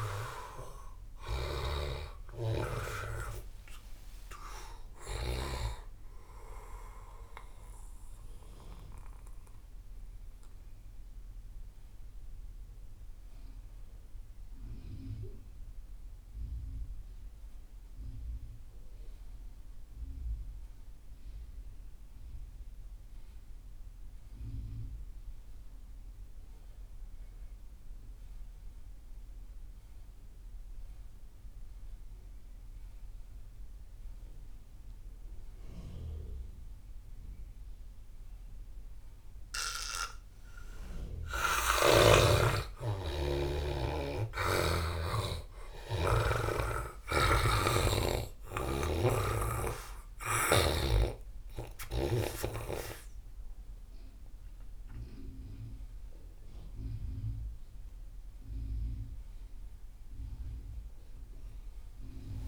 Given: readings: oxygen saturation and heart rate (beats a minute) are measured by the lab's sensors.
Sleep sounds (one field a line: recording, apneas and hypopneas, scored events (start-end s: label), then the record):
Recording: breathing in sleep by a room microphone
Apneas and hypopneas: 1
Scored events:
0.00-5.00 s: snoring (device-marked)
0.00-21.00 s: oxygen desaturation (device-marked, oxygen 82% lowest)
8.00-41.50 s: mixed apnea (oxygen 98% before, 82% lowest)
37.00-62.48 s: oxygen desaturation (device-marked, oxygen 98% before, 86% lowest)
43.50-50.00 s: snoring (device-marked)
From the record:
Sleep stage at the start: N2 (light sleep)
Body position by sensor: on the back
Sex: male